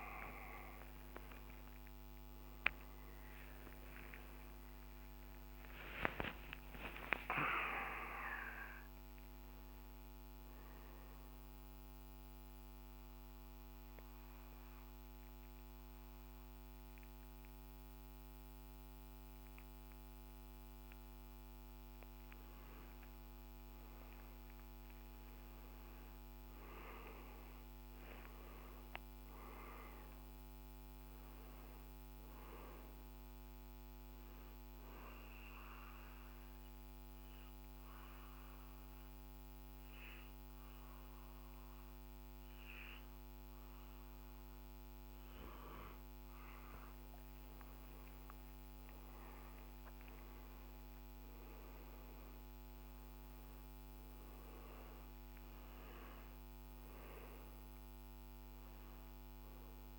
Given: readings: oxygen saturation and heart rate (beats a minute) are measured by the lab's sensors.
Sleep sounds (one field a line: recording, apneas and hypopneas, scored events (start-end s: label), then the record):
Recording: breathing in sleep by a microphone on the trachea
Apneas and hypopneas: 2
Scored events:
0.00-11.50 s: oxygen desaturation (device-marked, oxygen 93% lowest, heart rate 63 extreme)
11.00-22.50 s: obstructive apnea (oxygen 96% before, 91% lowest, heart rate 72 before, 55 extreme, up 7 after)
25.00-29.50 s: arousal
28.50-42.50 s: oxygen desaturation (device-marked, oxygen 97% before, 91% lowest, heart rate 72 before, 55 extreme)
35.00-46.00 s: obstructive apnea (oxygen 98% before, 90% lowest, heart rate 69 before, 58 extreme, up 20 after)
47.50-51.00 s: arousal
52.50-59.99 s: oxygen desaturation (device-marked, oxygen 97% before, 93% lowest, heart rate 64 before, 61 extreme)
From the record:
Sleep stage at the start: N2 (light sleep)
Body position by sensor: on the back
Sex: male